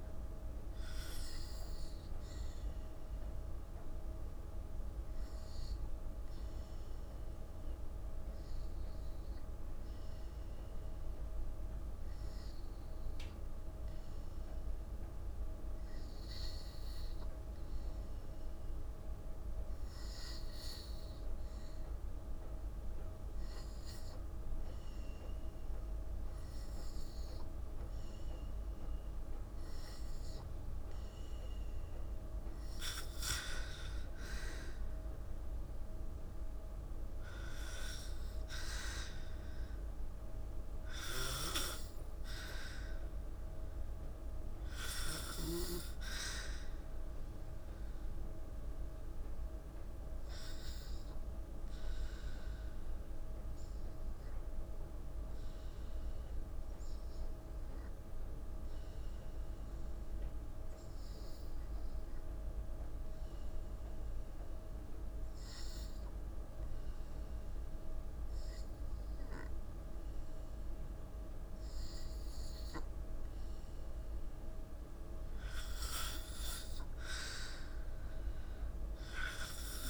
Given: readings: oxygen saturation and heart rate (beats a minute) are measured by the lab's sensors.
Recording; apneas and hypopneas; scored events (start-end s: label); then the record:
breathing in sleep by a room microphone; 2
0.00-23.00 s: oxygen desaturation (device-marked, oxygen 92% lowest, heart rate 53 extreme)
4.00-20.00 s: obstructive apnea (oxygen 97% before, 92% lowest, heart rate 63 before, 55 extreme, up 2 after)
22.50-28.00 s: arousal
44.00-64.00 s: oxygen desaturation (device-marked, oxygen 96% before, 92% lowest, heart rate 57 before, 55 extreme)
47.50-73.00 s: obstructive apnea (oxygen 96% before, 89% lowest, heart rate 57 before, 55 extreme, up 1 after)
77.00-79.90 s: arousal
From the record:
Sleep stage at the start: N2 (light sleep); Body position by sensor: on the back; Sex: female